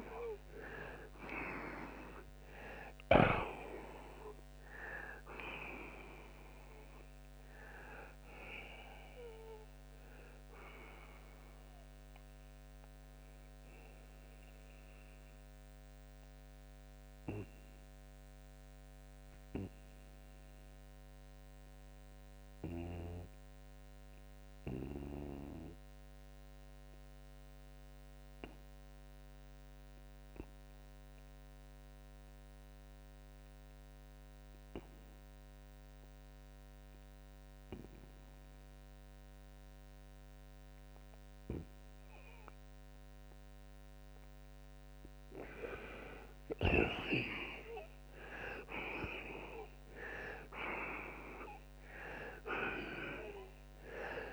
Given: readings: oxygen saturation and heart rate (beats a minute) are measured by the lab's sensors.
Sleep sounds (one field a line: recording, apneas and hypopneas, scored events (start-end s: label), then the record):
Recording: breathing in sleep by a microphone on the trachea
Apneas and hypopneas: 1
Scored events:
17.00-44.50 s: mixed apnea (oxygen 94% before, 82% lowest, heart rate 100 before, 65 extreme, up 39 after)
22.00-44.00 s: oxygen desaturation (device-marked, oxygen 93% before, 82% lowest, heart rate 88 before, 69 extreme)
45.50-49.00 s: arousal
From the record:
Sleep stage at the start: N2 (light sleep)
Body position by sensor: on the right side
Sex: male